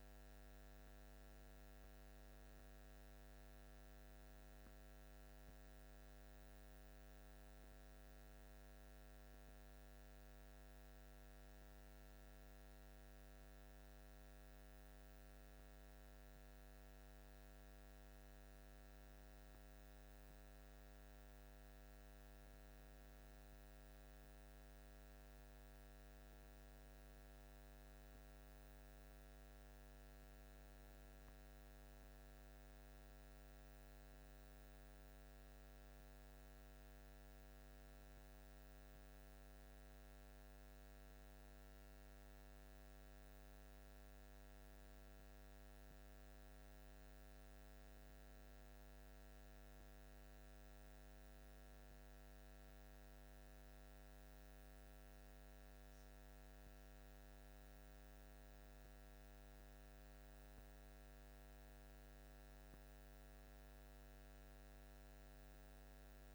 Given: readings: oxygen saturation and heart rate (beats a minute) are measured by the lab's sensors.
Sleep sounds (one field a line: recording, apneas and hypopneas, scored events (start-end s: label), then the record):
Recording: breathing in sleep, hard to hear, by a microphone on the trachea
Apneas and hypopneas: none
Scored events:
none scored
From the record:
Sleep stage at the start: N1 (lightest sleep)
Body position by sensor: on the back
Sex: male